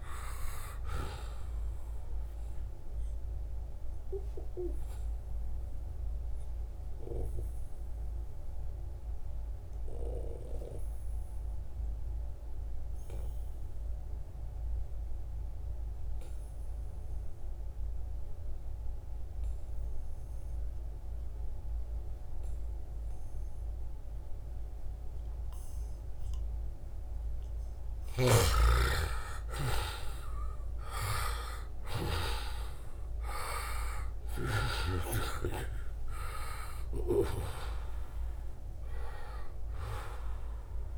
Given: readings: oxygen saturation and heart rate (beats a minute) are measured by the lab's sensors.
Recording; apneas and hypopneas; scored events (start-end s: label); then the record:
breathing in sleep by a room microphone; 1
2.00-26.50 s: obstructive apnea (oxygen 96% before, 88% lowest, heart rate 77 before, 69 extreme, up 5 after)
23.00-40.98 s: oxygen desaturation (device-marked, oxygen 95% before, 88% lowest, heart rate 75 before, 69 extreme)
28.00-32.00 s: arousal
From the record:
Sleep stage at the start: N2 (light sleep); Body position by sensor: on the right side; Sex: male